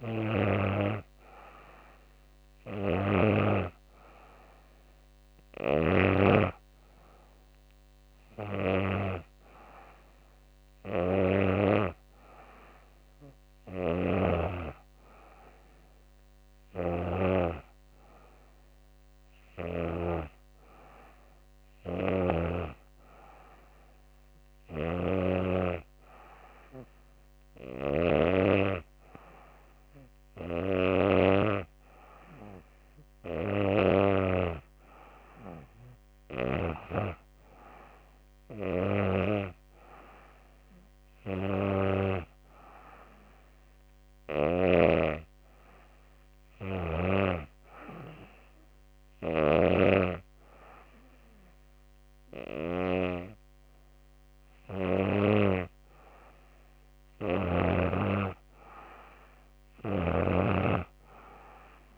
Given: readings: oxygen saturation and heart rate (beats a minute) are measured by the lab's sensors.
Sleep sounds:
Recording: breathing in sleep by a microphone on the trachea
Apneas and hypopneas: none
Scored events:
58.50-61.98 s: snoring (device-marked)
From the record:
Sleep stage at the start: N2 (light sleep)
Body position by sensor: on the back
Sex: female

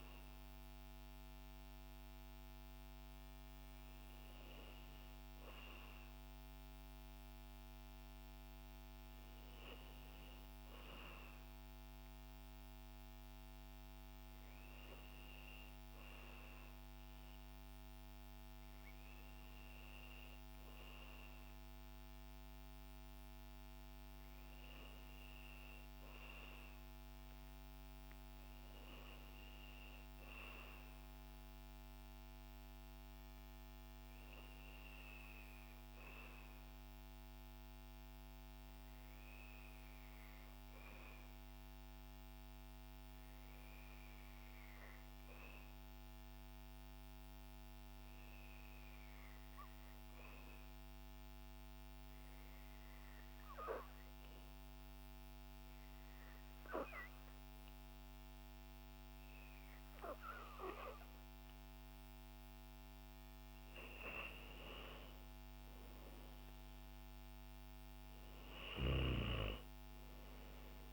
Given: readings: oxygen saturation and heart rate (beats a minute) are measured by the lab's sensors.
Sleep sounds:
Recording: breathing in sleep, hard to hear, by a microphone on the trachea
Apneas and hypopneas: 1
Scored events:
50.50-63.00 s: hypopnea (oxygen 94% before, 89% lowest, heart rate 57 before, 54 extreme, up 22 after)
65.50-69.50 s: arousal
From the record:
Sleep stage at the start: N2 (light sleep)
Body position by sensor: on the back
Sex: female

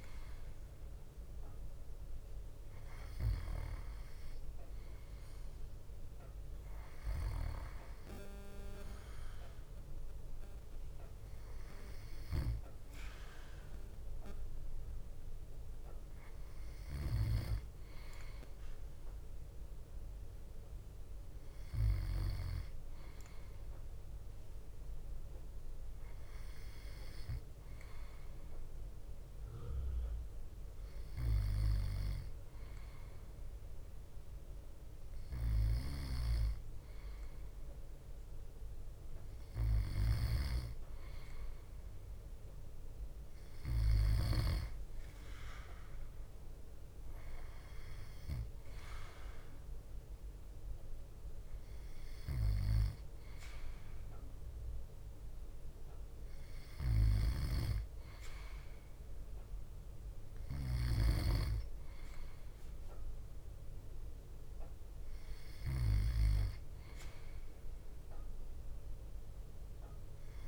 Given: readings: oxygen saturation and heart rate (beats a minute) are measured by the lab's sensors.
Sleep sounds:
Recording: breathing in sleep by a room microphone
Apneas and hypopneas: none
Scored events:
35.00-44.50 s: snoring (device-marked)
56.50-70.48 s: snoring (device-marked)
From the record:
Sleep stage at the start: N2 (light sleep)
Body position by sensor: on the back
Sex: male

